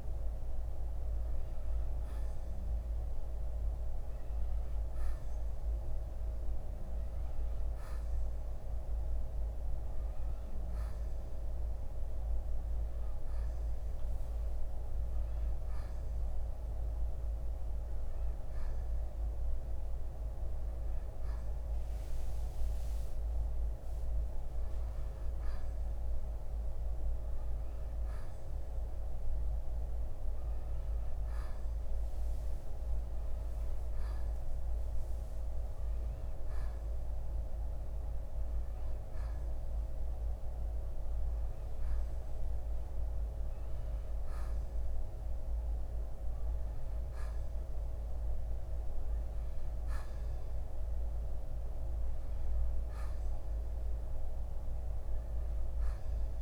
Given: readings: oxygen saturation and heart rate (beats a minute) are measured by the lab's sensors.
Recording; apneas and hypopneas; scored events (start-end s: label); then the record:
a person awake in a sleep study, hard to hear, by a room microphone; none
none scored
From the record:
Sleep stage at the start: awake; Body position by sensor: on the right side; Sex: male